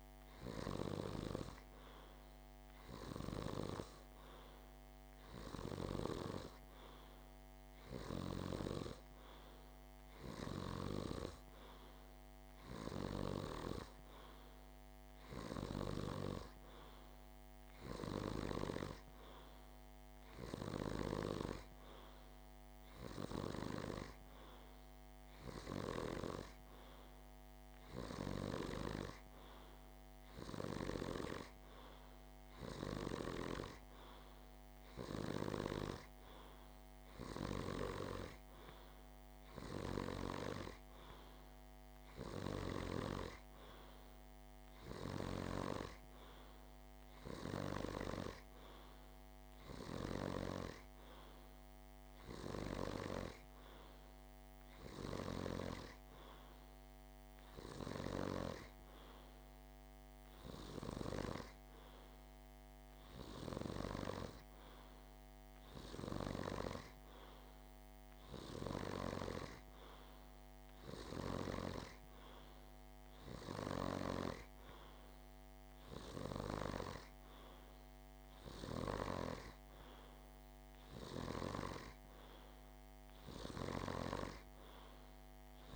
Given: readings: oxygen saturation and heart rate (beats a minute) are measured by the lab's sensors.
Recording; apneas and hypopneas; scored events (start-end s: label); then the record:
breathing in sleep by a microphone on the trachea; none
none scored
From the record:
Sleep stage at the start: N2 (light sleep); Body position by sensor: on the back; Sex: male